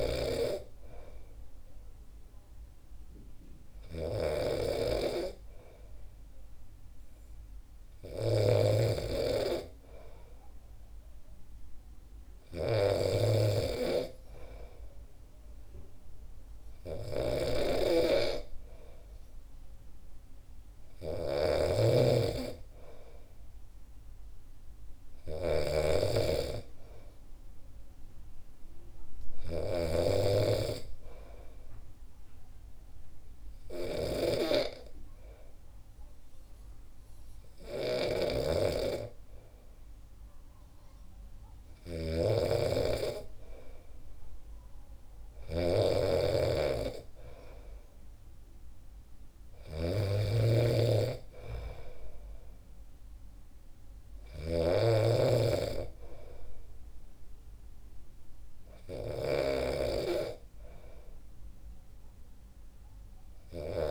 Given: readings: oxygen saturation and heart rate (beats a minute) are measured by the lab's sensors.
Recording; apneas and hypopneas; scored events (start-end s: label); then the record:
breathing in sleep by a room microphone; none
0.00-63.91 s: snoring (device-marked)
From the record:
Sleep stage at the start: N2 (light sleep); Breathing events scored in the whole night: 112 in 6.8 hours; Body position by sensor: on the back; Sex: male